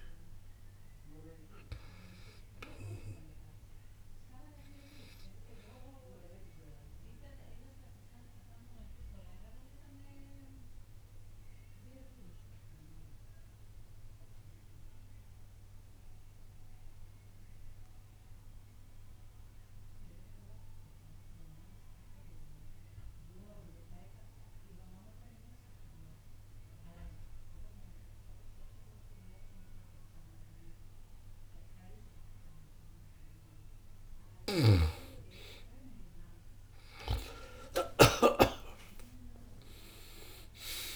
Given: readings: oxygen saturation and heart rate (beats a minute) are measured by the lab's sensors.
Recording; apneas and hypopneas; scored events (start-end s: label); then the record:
breathing in sleep by a room microphone; 1
0.00-19.50 s: oxygen desaturation (device-marked, oxygen 84% lowest, heart rate 60 extreme)
4.50-34.00 s: obstructive apnea (oxygen 98% before, 81% lowest, heart rate 61 before, 60 extreme, up 4 after)
34.50-38.50 s: snoring (device-marked)
37.50-40.96 s: arousal
39.50-40.96 s: oxygen desaturation (device-marked, oxygen 97% before, 81% lowest, heart rate 60 before, 60 extreme)
From the record:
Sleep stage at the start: N2 (light sleep); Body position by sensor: on the back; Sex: male